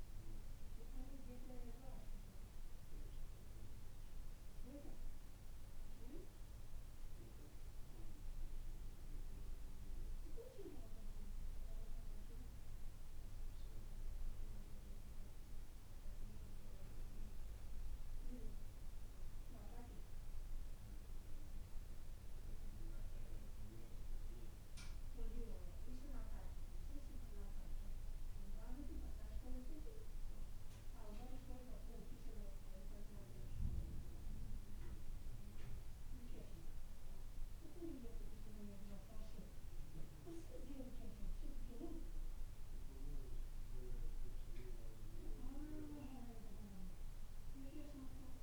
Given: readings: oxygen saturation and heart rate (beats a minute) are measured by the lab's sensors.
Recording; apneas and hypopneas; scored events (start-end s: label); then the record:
a person awake in a sleep study, by a room microphone; none
none scored
From the record:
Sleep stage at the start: awake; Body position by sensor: on the back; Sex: male